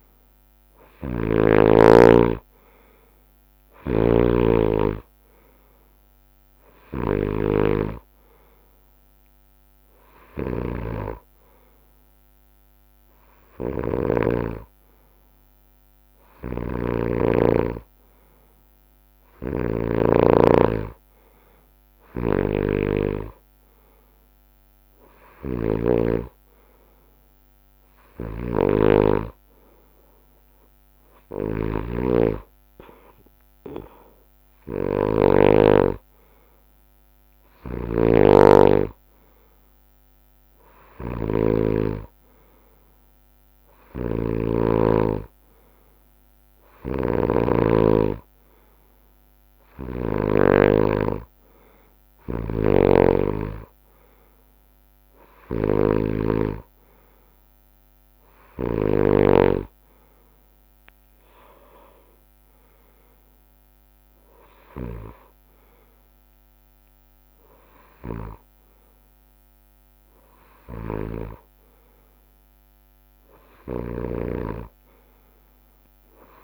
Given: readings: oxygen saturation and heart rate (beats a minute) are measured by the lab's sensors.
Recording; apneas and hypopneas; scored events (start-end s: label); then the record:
breathing in sleep by a microphone on the trachea; none
0.00-1.50 s: snoring (device-marked)
3.50-7.50 s: snoring (device-marked)
16.50-26.00 s: snoring (device-marked)
23.00-33.00 s: drop in pulse transit time (device-marked, heart rate 69 before, 72 extreme)
26.50-28.50 s: long interval between heartbeats (device-marked, heart rate 70 before, 77 extreme)
28.00-35.50 s: snoring (device-marked)
37.50-44.50 s: snoring (device-marked)
46.50-59.50 s: snoring (device-marked)
53.00-68.00 s: drop in pulse transit time (device-marked, heart rate 70 before, 73 extreme)
From the record:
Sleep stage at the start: N2 (light sleep); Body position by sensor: on the right side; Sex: male